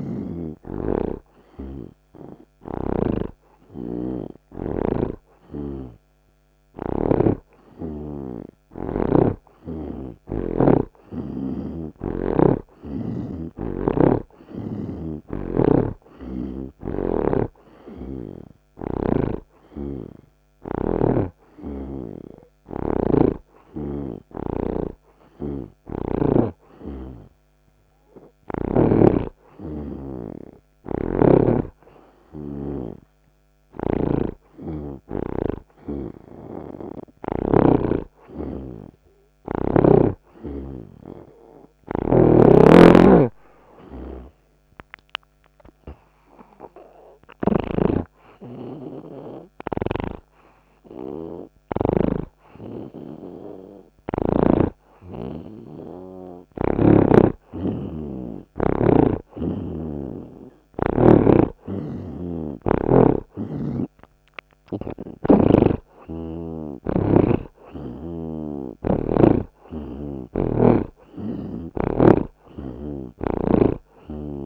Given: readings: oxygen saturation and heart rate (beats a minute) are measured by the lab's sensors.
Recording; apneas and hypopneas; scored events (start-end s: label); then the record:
breathing in sleep by a microphone on the trachea; 1
3.50-15.50 s: oxygen desaturation (device-marked, oxygen 88% before, 82% lowest)
15.50-19.50 s: snoring (device-marked)
25.50-33.50 s: oxygen desaturation (device-marked, oxygen 87% before, 81% lowest)
34.00-38.00 s: snoring (device-marked)
35.00-39.50 s: arousal
41.50-51.50 s: oxygen desaturation (device-marked, oxygen 85% before, 82% lowest)
42.50-48.00 s: snoring (device-marked)
45.00-55.00 s: hypopnea (oxygen 87% before, 80% lowest)
50.00-54.50 s: snoring (device-marked)
57.00-62.00 s: arousal
61.50-68.50 s: snoring (device-marked)
73.00-74.46 s: snoring (device-marked)
From the record:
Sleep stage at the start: N2 (light sleep); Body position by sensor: on the right side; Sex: male